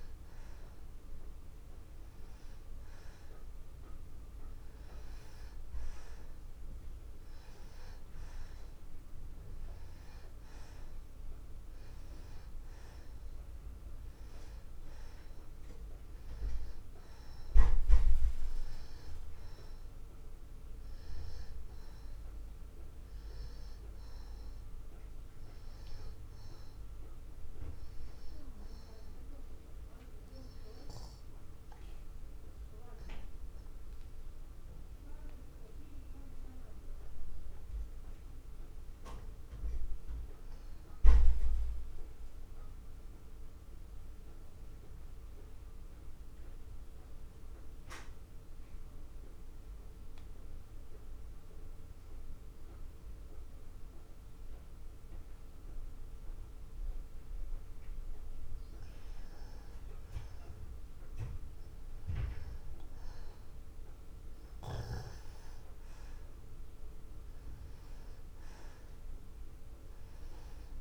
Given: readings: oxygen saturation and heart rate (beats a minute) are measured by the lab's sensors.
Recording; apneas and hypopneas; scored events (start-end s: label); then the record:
breathing in sleep by a room microphone; 1
2.50-43.50 s: oxygen desaturation (device-marked, oxygen 96% before, 87% lowest, heart rate 78 before, 60 extreme)
37.50-41.00 s: arousal
42.50-59.50 s: mixed apnea (oxygen 94% before, 87% lowest, heart rate 79 before, 60 extreme, up 11 after)
61.00-65.00 s: arousal
68.50-70.81 s: oxygen desaturation (device-marked, oxygen 97% before, 87% lowest, heart rate 77 before, 50 extreme)
From the record:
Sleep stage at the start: N2 (light sleep); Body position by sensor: on the back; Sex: male